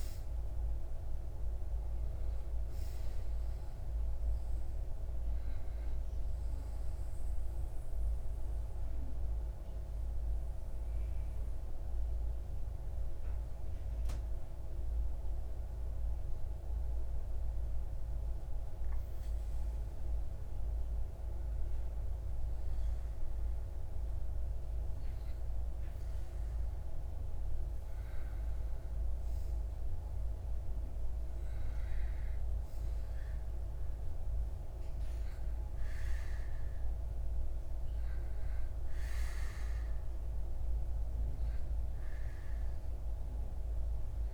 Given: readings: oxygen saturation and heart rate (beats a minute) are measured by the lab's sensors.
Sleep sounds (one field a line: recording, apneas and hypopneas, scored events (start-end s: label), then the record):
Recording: breathing in sleep, hard to hear, by a room microphone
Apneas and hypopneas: 1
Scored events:
0.00-16.00 s: oxygen desaturation (device-marked, oxygen 95% before, 92% lowest)
6.50-19.00 s: obstructive apnea (oxygen 95% before, 92% lowest)
20.50-23.50 s: arousal
From the record:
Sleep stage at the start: N2 (light sleep)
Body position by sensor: on the back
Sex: male